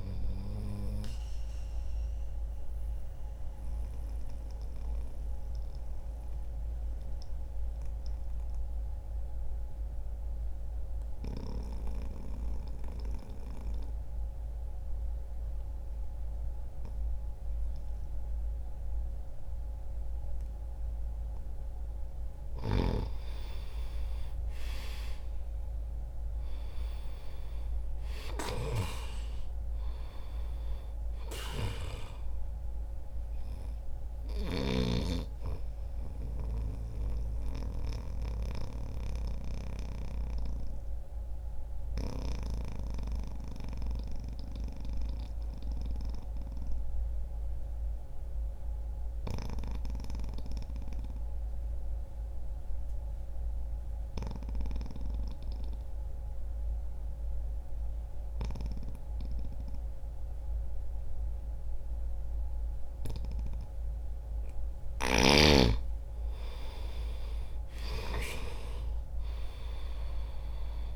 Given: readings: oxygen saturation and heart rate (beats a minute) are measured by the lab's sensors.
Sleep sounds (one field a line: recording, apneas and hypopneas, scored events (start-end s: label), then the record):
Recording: breathing in sleep by a room microphone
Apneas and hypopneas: 2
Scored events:
0.50-21.00 s: mixed apnea (oxygen 97% before, 86% lowest, heart rate 63 before, 59 extreme)
6.50-16.50 s: oxygen desaturation (device-marked, oxygen 91% before, 86% lowest, heart rate 63 before, 59 extreme)
23.50-29.00 s: arousal
33.50-57.50 s: oxygen desaturation (device-marked, oxygen 96% before, 88% lowest, heart rate 62 before, 59 extreme)
34.50-64.00 s: mixed apnea (oxygen 98% before, 87% lowest, heart rate 62 before, 59 extreme, up 2 after)
67.00-70.96 s: arousal
68.50-70.96 s: oxygen desaturation (device-marked, oxygen 96% before, 89% lowest, heart rate 63 before, 60 extreme)
From the record:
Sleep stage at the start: N2 (light sleep)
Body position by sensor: on the back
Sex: male